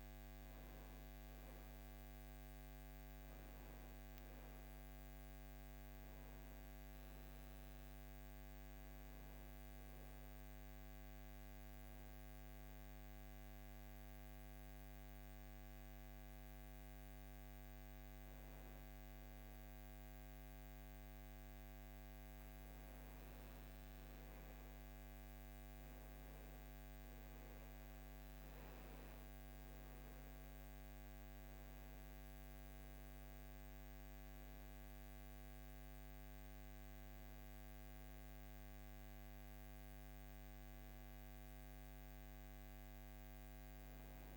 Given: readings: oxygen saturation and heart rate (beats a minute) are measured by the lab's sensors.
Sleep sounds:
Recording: a person awake in a sleep study, hard to hear, by a microphone on the trachea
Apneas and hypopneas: none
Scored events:
none scored
From the record:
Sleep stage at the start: awake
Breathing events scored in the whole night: 488 in 6.6 hours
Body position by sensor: on the back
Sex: male

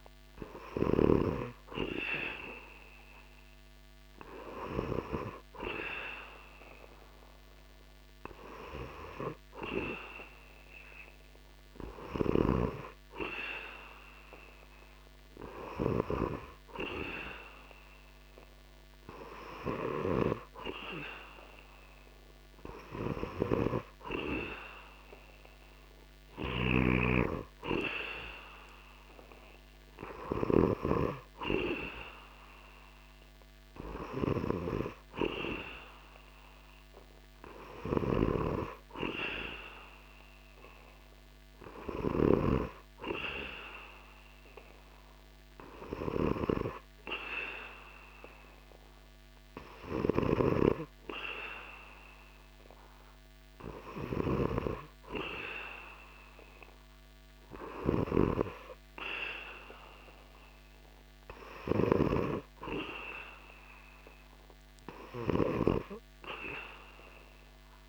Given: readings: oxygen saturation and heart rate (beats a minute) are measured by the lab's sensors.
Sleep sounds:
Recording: breathing in sleep by a microphone on the trachea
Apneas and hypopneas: none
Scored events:
37.00-41.50 s: snoring (device-marked)
From the record:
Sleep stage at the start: N2 (light sleep)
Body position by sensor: on the back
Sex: male

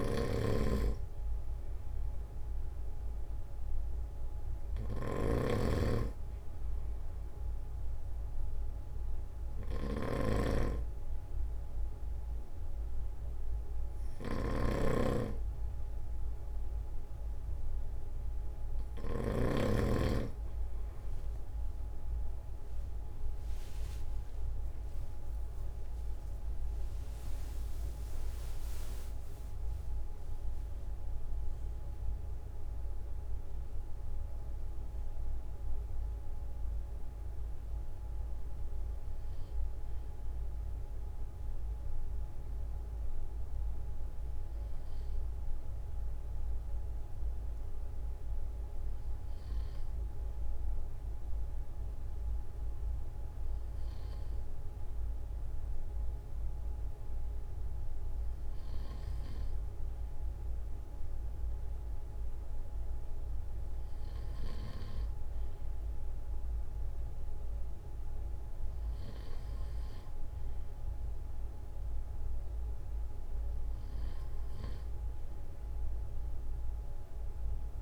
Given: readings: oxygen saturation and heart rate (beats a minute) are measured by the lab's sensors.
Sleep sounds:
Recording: breathing in sleep by a room microphone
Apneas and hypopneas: 1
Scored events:
0.00-1.00 s: long interval between heartbeats (device-marked, heart rate 47 extreme)
0.00-19.00 s: snoring (device-marked)
8.00-18.00 s: obstructive apnea (oxygen 96% before, 94% lowest)
12.00-14.00 s: long interval between heartbeats (device-marked, heart rate 40 before, 36 extreme)
21.00-23.00 s: long interval between heartbeats (device-marked, heart rate 36 before, 40 extreme)
21.00-26.50 s: arousal
25.50-27.50 s: long interval between heartbeats (device-marked, heart rate 40 before, 89 extreme)
From the record:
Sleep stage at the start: N2 (light sleep)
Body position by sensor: on the front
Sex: male

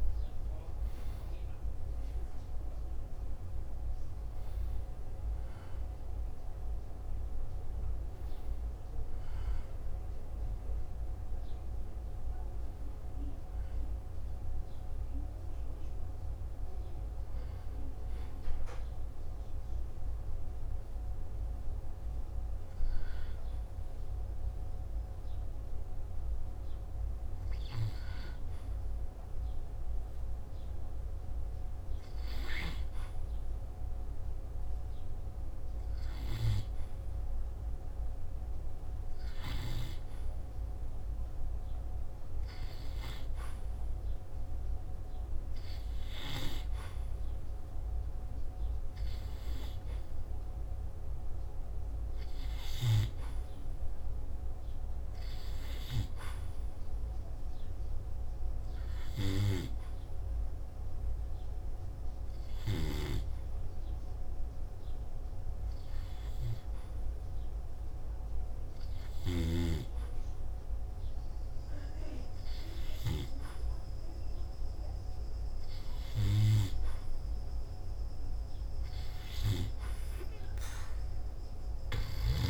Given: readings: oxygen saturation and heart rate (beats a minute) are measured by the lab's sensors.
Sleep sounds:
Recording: breathing in sleep by a room microphone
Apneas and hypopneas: none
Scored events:
17.50-26.50 s: oxygen desaturation (device-marked, oxygen 95% before, 89% lowest, heart rate 62 before, 58 extreme)
21.50-82.50 s: new sleep stage, N2 (light sleep)
49.50-67.50 s: oxygen desaturation (device-marked, oxygen 98% before, 93% lowest, heart rate 58 before, 58 extreme)
From the record:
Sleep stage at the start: N1 (lightest sleep)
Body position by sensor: on the back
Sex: male

